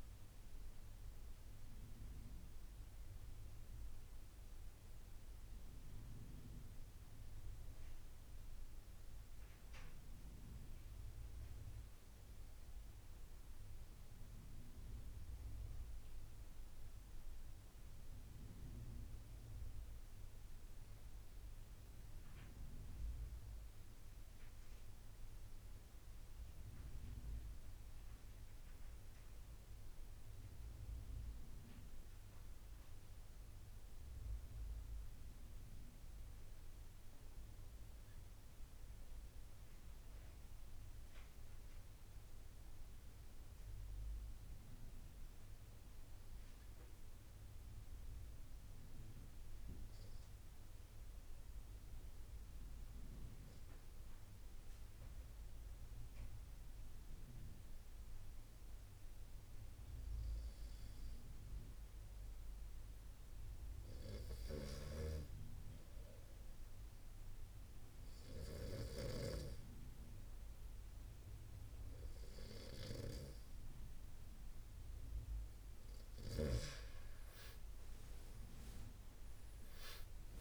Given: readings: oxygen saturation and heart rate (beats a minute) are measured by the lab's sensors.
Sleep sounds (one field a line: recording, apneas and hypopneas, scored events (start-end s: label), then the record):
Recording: breathing in sleep by a room microphone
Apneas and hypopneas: 2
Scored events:
0.00-3.00 s: oxygen desaturation (device-marked, oxygen 92% lowest, heart rate 76 extreme)
1.00-19.50 s: hypopnea (oxygen 96% before, 93% lowest, heart rate 86 before, 74 extreme, up 6 after)
22.00-25.50 s: arousal
24.00-46.00 s: oxygen desaturation (device-marked, oxygen 97% before, 93% lowest, heart rate 80 before, 74 extreme)
46.00-74.00 s: obstructive apnea (oxygen 97% before, 92% lowest, heart rate 79 before, 72 extreme, up 5 after)
77.00-80.41 s: arousal
From the record:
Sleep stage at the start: N2 (light sleep)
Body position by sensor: on the right side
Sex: male